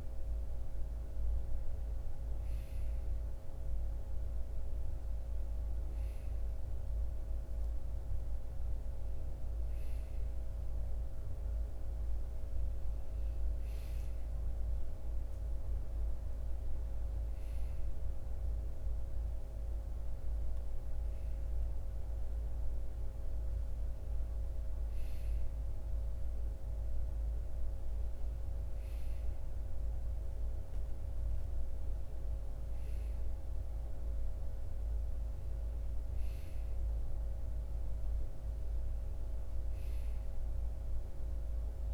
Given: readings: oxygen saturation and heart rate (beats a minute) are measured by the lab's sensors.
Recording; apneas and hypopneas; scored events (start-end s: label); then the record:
breathing in sleep, hard to hear, by a room microphone; none
none scored
From the record:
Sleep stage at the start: N2 (light sleep); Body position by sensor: on the right side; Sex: male